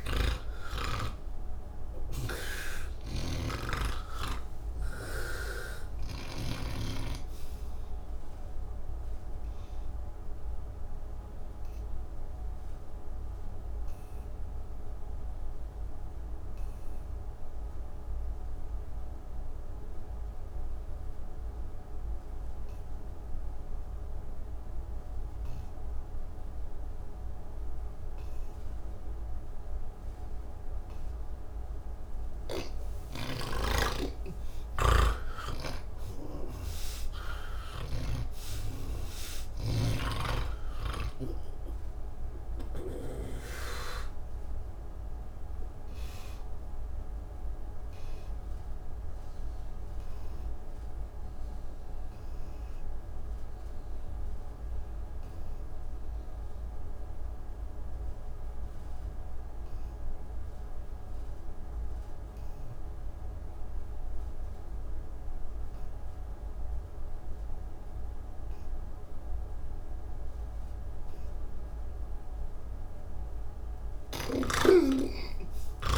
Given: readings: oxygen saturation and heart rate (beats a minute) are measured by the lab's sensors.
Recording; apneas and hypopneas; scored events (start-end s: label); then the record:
breathing in sleep by a room microphone; 2
0.00-2.50 s: snoring (device-marked)
0.00-25.00 s: oxygen desaturation (device-marked, oxygen 82% lowest, heart rate 151 extreme)
11.00-31.00 s: obstructive apnea (oxygen 98% before, 81% lowest)
21.00-75.98 s: new sleep stage, N2 (light sleep)
27.00-40.00 s: oxygen desaturation (device-marked, oxygen 98% before, 92% lowest, heart rate 198 before, 138 extreme)
34.50-38.00 s: snoring (device-marked)
42.00-61.00 s: oxygen desaturation (device-marked, oxygen 94% before, 83% lowest, heart rate 176 before, 138 extreme)
45.50-70.00 s: obstructive apnea (oxygen 98% before, 79% lowest, heart rate 178 before, 138 extreme, up 25 after)
66.00-75.98 s: oxygen desaturation (device-marked, oxygen 98% before, 79% lowest, heart rate 173 before, 149 extreme)
From the record:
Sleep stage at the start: N1 (lightest sleep); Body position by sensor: on the back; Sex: male